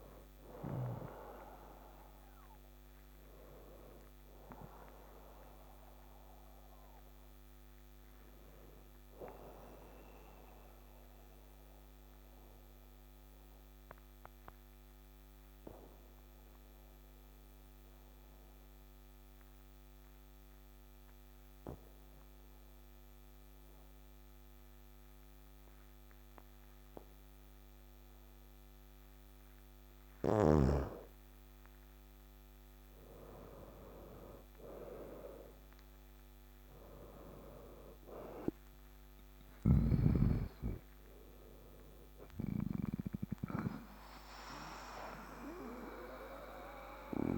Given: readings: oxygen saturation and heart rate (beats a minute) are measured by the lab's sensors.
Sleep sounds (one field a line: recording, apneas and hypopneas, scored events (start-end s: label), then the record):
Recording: breathing in sleep by a microphone on the trachea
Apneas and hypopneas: 1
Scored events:
0.00-17.50 s: oxygen desaturation (device-marked, oxygen 87% lowest, heart rate 53 extreme)
8.50-30.50 s: mixed apnea (oxygen 97% before, 88% lowest, heart rate 68 before, 53 extreme, up 9 after)
32.50-36.50 s: arousal
34.50-47.38 s: oxygen desaturation (device-marked, oxygen 99% before, 91% lowest, heart rate 54 before, 53 extreme)
38.50-47.00 s: snoring (device-marked)
From the record:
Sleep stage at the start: N2 (light sleep)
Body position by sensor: on the back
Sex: male